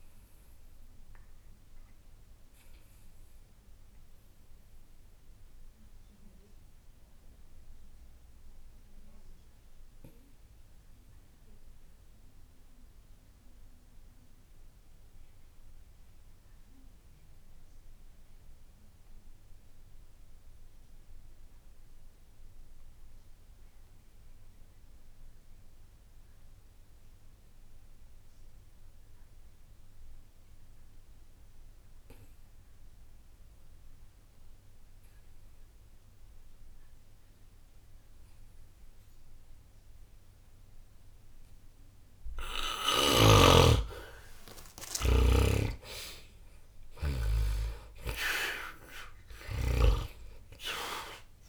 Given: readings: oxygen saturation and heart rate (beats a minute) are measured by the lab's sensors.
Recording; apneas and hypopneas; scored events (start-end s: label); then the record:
breathing in sleep by a room microphone; 1
0.00-20.50 s: oxygen desaturation (device-marked, oxygen 75% lowest, heart rate 60 extreme)
0.50-43.00 s: obstructive apnea (oxygen 93% before, 75% lowest, heart rate 76 before, 61 extreme, up 1 after)
37.50-51.49 s: oxygen desaturation (device-marked, oxygen 99% before, 90% lowest, heart rate 63 before, 60 extreme)
45.00-50.00 s: arousal
49.50-51.49 s: snoring (device-marked)
From the record:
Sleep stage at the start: N2 (light sleep); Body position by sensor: on the back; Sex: male